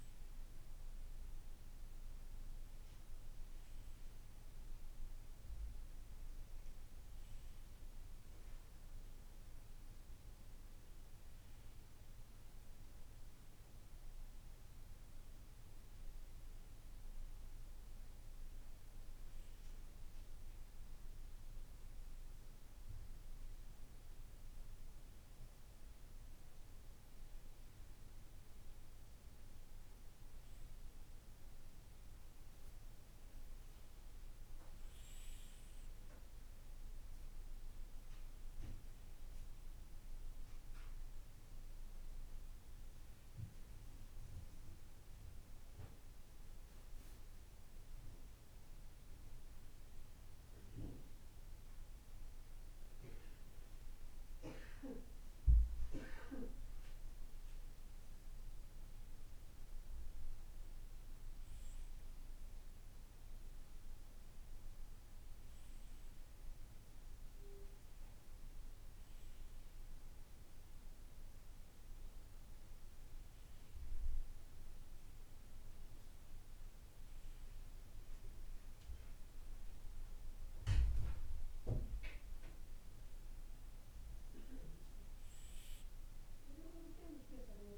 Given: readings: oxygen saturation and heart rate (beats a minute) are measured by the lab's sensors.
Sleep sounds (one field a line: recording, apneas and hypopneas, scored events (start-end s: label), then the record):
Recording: breathing in sleep by a room microphone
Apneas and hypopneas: none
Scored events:
32.50-34.50 s: long interval between heartbeats (device-marked, heart rate 56 before, 63 extreme)
35.00-40.00 s: arousal
36.50-38.50 s: long interval between heartbeats (device-marked, heart rate 58 before, 77 extreme)
From the record:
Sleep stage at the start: N2 (light sleep)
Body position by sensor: on the right side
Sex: male